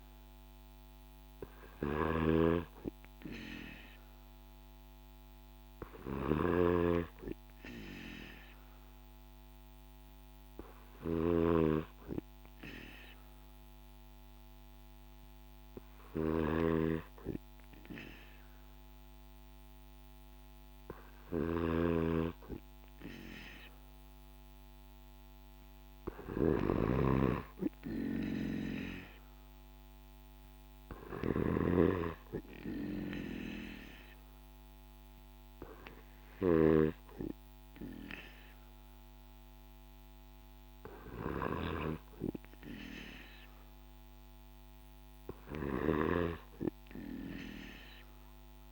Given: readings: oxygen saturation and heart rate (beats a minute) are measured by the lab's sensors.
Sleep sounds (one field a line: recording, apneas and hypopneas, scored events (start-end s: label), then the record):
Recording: breathing in sleep by a microphone on the trachea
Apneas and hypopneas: none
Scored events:
0.00-36.00 s: snoring (device-marked)
From the record:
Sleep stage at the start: N2 (light sleep)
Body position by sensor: on the right side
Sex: male